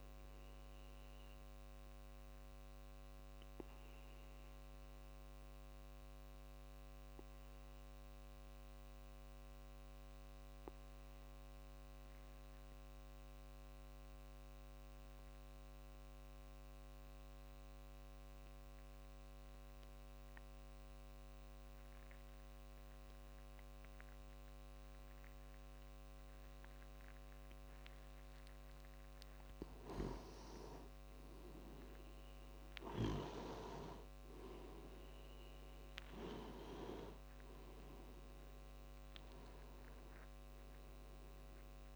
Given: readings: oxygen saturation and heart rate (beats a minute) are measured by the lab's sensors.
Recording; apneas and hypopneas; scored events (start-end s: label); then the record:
breathing in sleep by a microphone on the trachea; 1
0.00-9.00 s: oxygen desaturation (device-marked, oxygen 88% lowest)
0.50-27.50 s: obstructive apnea (oxygen 97% before, 88% lowest)
24.00-41.96 s: oxygen desaturation (device-marked, oxygen 98% before, 89% lowest)
29.50-34.50 s: arousal
From the record:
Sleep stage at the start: N2 (light sleep); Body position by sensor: on the back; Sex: male